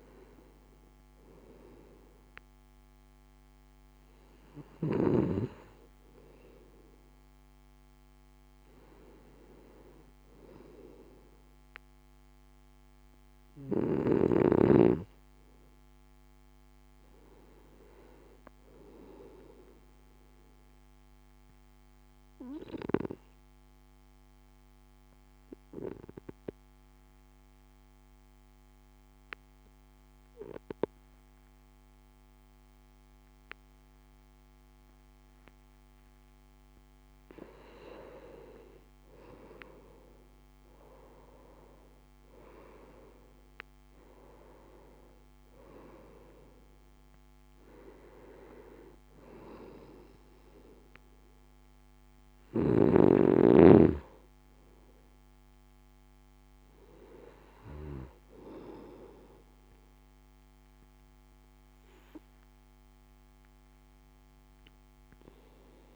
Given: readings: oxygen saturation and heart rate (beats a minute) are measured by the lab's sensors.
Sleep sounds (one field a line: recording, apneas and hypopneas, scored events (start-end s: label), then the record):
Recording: breathing in sleep by a microphone on the trachea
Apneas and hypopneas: 1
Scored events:
21.50-37.50 s: obstructive apnea (oxygen 95% before, 89% lowest, heart rate 59 before, 55 extreme, up 1 after)
37.50-65.96 s: oxygen desaturation (device-marked, oxygen 95% before, 89% lowest, heart rate 60 before, 55 extreme)
39.50-44.00 s: arousal
63.50-65.96 s: arousal
From the record:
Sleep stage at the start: N2 (light sleep)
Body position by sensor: on the right side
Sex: male